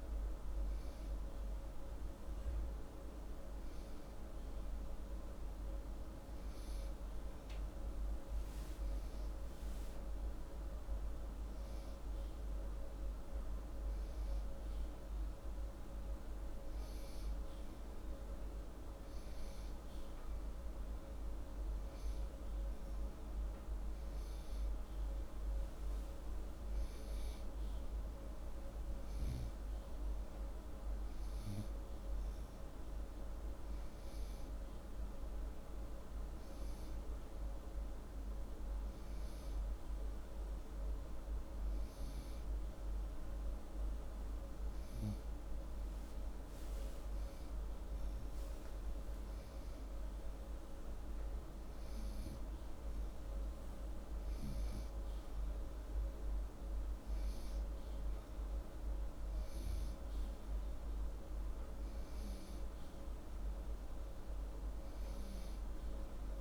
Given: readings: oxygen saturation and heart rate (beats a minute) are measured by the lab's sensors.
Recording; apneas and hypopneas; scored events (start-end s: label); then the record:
breathing in sleep, hard to hear, by a room microphone; none
none scored
From the record:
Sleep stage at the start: N2 (light sleep); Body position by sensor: upright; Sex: male